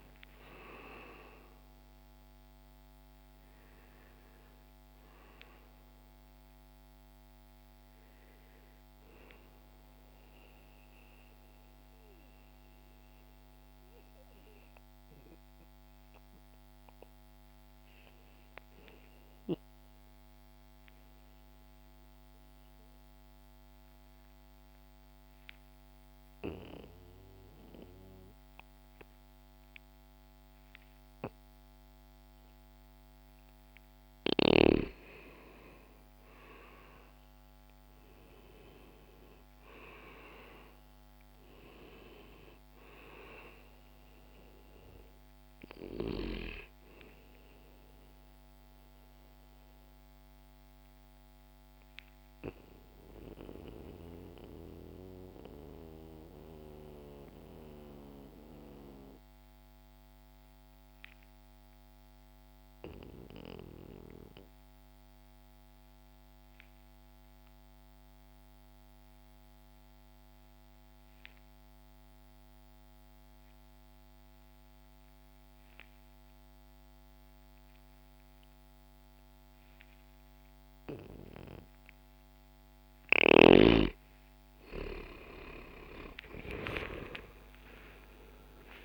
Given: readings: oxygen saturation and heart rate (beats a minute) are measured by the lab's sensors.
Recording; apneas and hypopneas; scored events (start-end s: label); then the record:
breathing in sleep by a microphone on the trachea; 2
0.00-10.50 s: oxygen desaturation (device-marked, oxygen 89% lowest, heart rate 60 extreme)
9.00-34.00 s: mixed apnea (oxygen 97% before, 87% lowest, heart rate 74 before, 60 extreme, up 1 after)
20.50-29.50 s: oxygen desaturation (device-marked, oxygen 91% before, 88% lowest, heart rate 70 before, 60 extreme)
35.50-40.50 s: arousal
48.50-82.00 s: obstructive apnea (oxygen 98% before, 87% lowest, heart rate 61 before, 46 extreme, up 14 after)
57.50-67.50 s: oxygen desaturation (device-marked, oxygen 94% before, 87% lowest, heart rate 61 before, 59 extreme)
83.50-88.85 s: new sleep stage, awake
83.50-88.85 s: oxygen desaturation (device-marked, oxygen 95% before, 90% lowest, heart rate 60 before, 30 extreme)
From the record:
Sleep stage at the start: N2 (light sleep); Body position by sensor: on the back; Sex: male